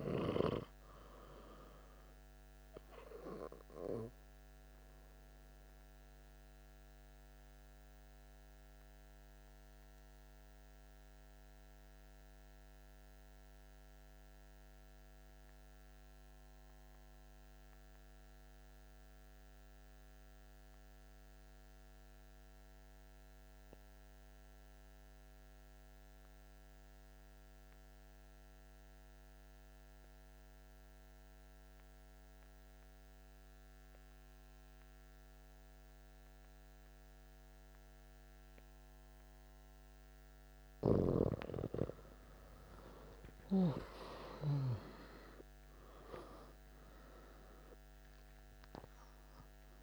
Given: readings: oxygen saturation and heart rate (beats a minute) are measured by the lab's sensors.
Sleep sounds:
breathing in sleep by a microphone on the trachea; 1
0.00-17.00 s: oxygen desaturation (device-marked, oxygen 92% lowest)
6.50-40.00 s: obstructive apnea (oxygen 97% before, 91% lowest)
32.00-49.83 s: oxygen desaturation (device-marked, oxygen 98% before, 91% lowest)
41.50-47.00 s: arousal
From the record:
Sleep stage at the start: N2 (light sleep); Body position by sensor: on the back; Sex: male

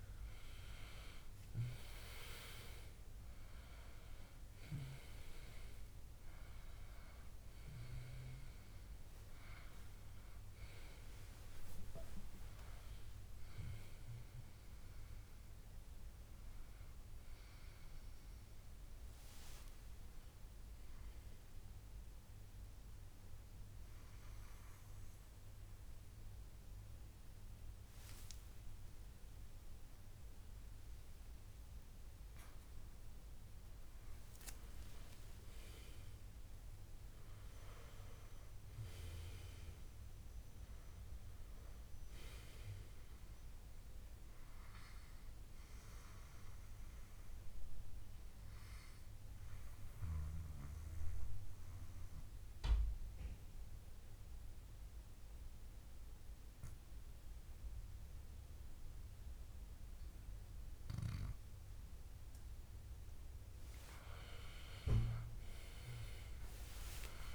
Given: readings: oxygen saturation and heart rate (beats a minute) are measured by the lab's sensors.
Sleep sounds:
breathing in sleep by a room microphone; 2
0.00-2.00 s: arousal
0.00-31.00 s: oxygen desaturation (device-marked, oxygen 89% lowest, heart rate 63 extreme)
18.00-21.50 s: arousal
24.00-34.00 s: obstructive apnea (oxygen 97% before, 89% lowest, heart rate 76 before, 63 extreme, up 3 after)
28.50-30.50 s: long interval between heartbeats (device-marked, heart rate 75 before, 71 extreme)
36.00-39.00 s: arousal
39.00-41.00 s: long interval between heartbeats (device-marked, heart rate 72 before, 70 extreme)
49.00-62.50 s: obstructive apnea (oxygen 99% before, 94% lowest, heart rate 70 before, 64 extreme, up 14 after)
64.00-67.35 s: arousal
From the record:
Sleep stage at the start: N2 (light sleep); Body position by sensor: on the back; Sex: male

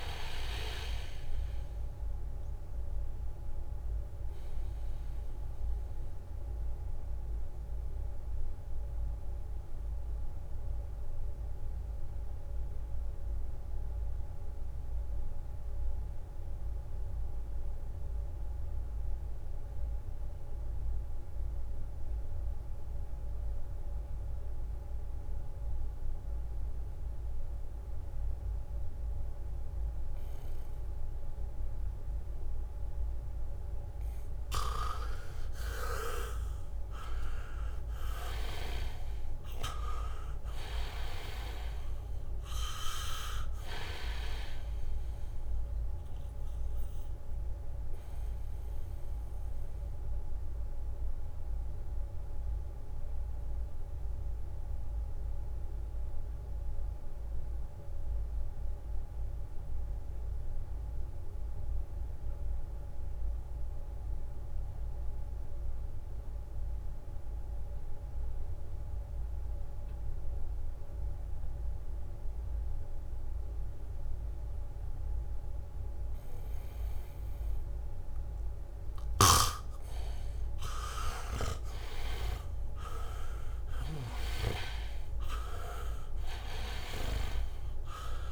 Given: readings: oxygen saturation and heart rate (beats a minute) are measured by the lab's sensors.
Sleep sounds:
breathing in sleep by a room microphone; 2
0.00-16.50 s: oxygen desaturation (device-marked, oxygen 78% lowest, heart rate 64 extreme)
3.50-33.50 s: mixed apnea (oxygen 99% before, 78% lowest, heart rate 70 before, 64 extreme, up 4 after)
26.50-62.50 s: oxygen desaturation (device-marked, oxygen 99% before, 78% lowest, heart rate 72 before, 63 extreme)
31.00-35.50 s: leg movement (device-marked)
36.00-40.50 s: arousal
37.00-41.00 s: leg movement (device-marked)
47.50-79.50 s: mixed apnea (oxygen 99% before, 76% lowest, heart rate 68 before, 63 extreme, up 2 after)
70.50-88.32 s: oxygen desaturation (device-marked, oxygen 99% before, 76% lowest, heart rate 73 before, 63 extreme)
73.50-75.50 s: leg movement (device-marked)
79.00-85.00 s: snoring (device-marked)
84.00-88.00 s: arousal
From the record:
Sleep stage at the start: N2 (light sleep); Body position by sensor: on the back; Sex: male

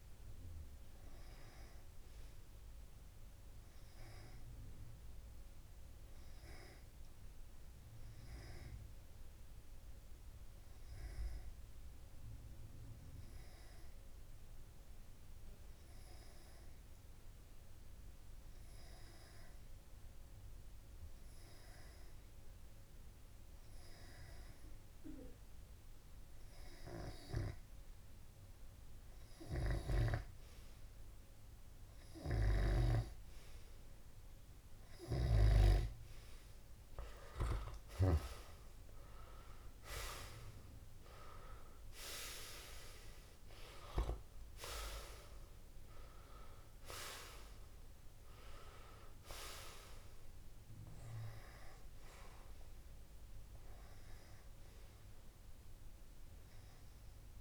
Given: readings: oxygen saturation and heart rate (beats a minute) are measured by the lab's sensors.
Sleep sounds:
breathing in sleep by a room microphone; 1
6.50-27.00 s: hypopnea (oxygen 95% before, 94% lowest)
29.50-32.00 s: arousal
31.00-57.00 s: oxygen desaturation (device-marked, oxygen 99% before, 95% lowest)
From the record:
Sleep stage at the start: N2 (light sleep); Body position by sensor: on the back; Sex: male

